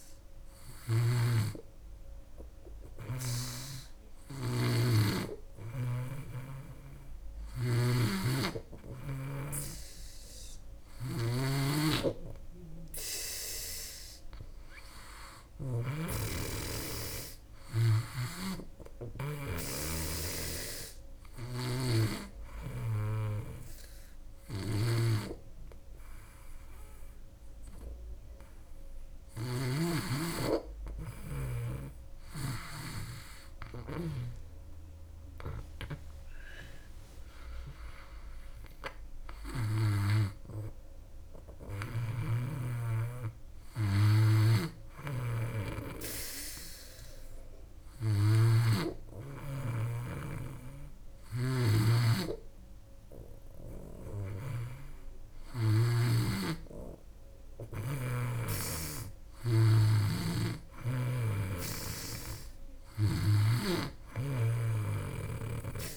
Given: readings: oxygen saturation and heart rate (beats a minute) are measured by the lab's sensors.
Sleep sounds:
breathing in sleep by a room microphone; 1
0.00-3.00 s: snoring (device-marked)
7.50-15.50 s: snoring (device-marked)
17.50-32.50 s: snoring (device-marked)
18.50-30.00 s: hypopnea (oxygen 98% before, 96% lowest, heart rate 79 before, 75 extreme, up 12 after)
31.50-34.00 s: arousal
44.00-57.50 s: snoring (device-marked)
59.50-65.96 s: snoring (device-marked)
From the record:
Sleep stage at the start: N2 (light sleep); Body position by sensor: on the back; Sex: female

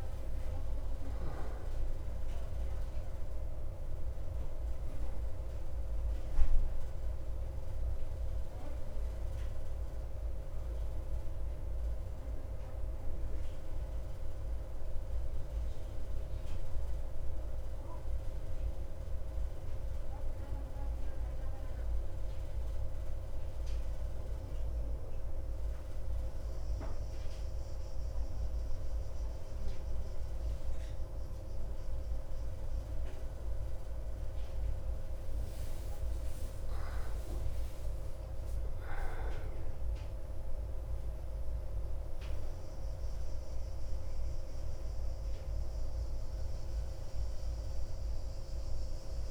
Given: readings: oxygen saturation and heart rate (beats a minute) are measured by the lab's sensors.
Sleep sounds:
breathing in sleep, hard to hear, by a room microphone; 1
22.00-35.00 s: hypopnea (oxygen 96% before, 97% lowest)
36.00-40.50 s: arousal
From the record:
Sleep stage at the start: N2 (light sleep); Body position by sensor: on the back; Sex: male

